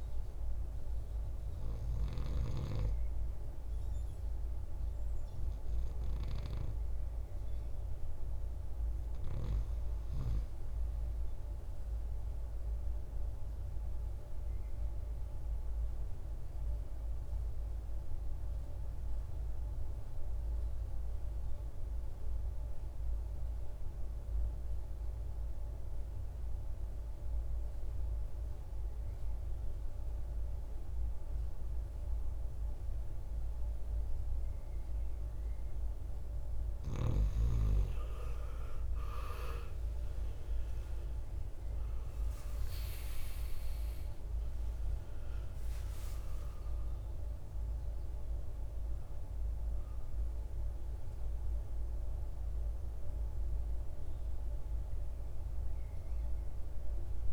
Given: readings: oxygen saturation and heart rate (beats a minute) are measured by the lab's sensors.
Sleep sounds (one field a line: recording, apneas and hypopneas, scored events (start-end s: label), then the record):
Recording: breathing in sleep by a room microphone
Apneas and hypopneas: 1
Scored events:
0.00-9.50 s: oxygen desaturation (device-marked, oxygen 94% lowest, heart rate 56 extreme)
12.50-36.00 s: obstructive apnea (oxygen 97% before, 85% lowest, heart rate 63 before, 56 extreme, up 19 after)
36.50-57.33 s: oxygen desaturation (device-marked, oxygen 95% before, 85% lowest, heart rate 62 before, 51 extreme)
38.00-44.00 s: arousal
From the record:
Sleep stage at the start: N2 (light sleep)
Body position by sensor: on the right side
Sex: male